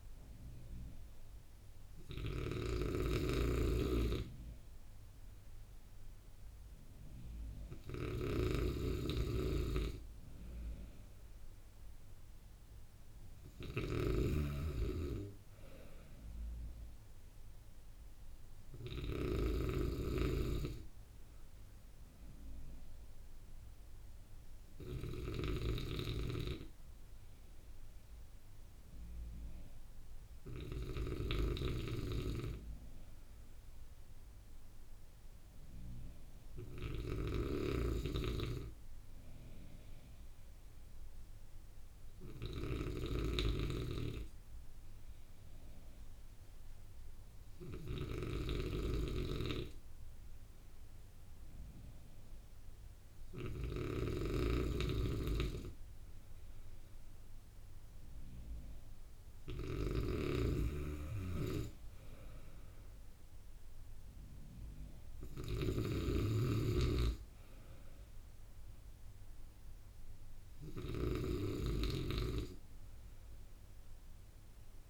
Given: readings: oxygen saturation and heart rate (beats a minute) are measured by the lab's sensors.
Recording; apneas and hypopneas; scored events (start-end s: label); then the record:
breathing in sleep by a room microphone; none
0.00-31.00 s: snoring (device-marked)
37.00-74.90 s: snoring (device-marked)
From the record:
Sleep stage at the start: N2 (light sleep); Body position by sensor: on the right side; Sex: male